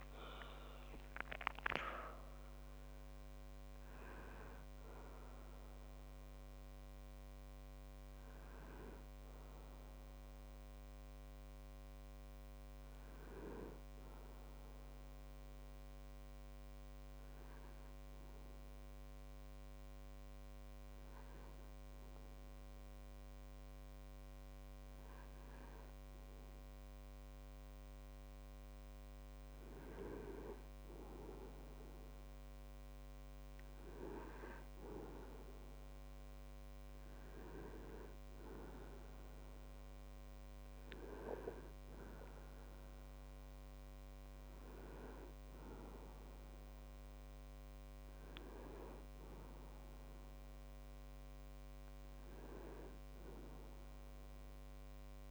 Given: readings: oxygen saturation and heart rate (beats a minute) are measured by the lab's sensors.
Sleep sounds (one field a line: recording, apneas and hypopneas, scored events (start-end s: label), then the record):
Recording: breathing in sleep by a microphone on the trachea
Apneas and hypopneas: 1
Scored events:
4.00-26.00 s: oxygen desaturation (device-marked, oxygen 97% before, 90% lowest)
17.00-30.50 s: hypopnea (oxygen 97% before, 90% lowest)
35.00-39.00 s: arousal
From the record:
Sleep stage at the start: N1 (lightest sleep)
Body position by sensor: on the right side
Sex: male